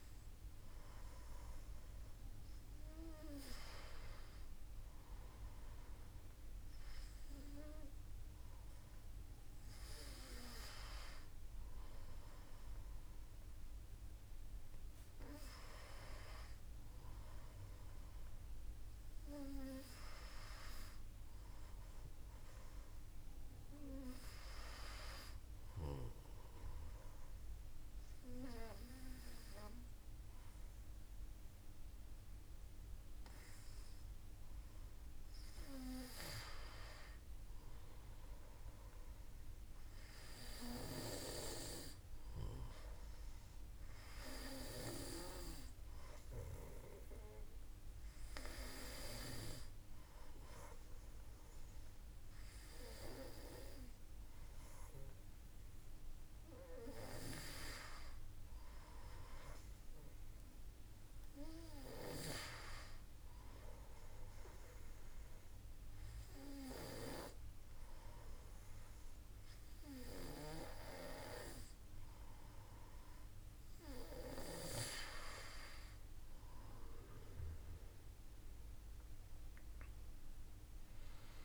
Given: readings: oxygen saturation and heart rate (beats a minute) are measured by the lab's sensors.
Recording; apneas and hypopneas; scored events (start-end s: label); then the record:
breathing in sleep by a room microphone; 2
25.50-36.50 s: obstructive apnea (oxygen 95% before, 92% lowest, heart rate 55 before, 53 extreme, up 1 after)
40.00-43.00 s: arousal
62.50-73.50 s: obstructive apnea (oxygen 94% before, 92% lowest, heart rate 54 before, 53 extreme, up 3 after)
76.00-80.00 s: arousal
From the record:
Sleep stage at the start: N2 (light sleep); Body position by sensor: on the back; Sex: male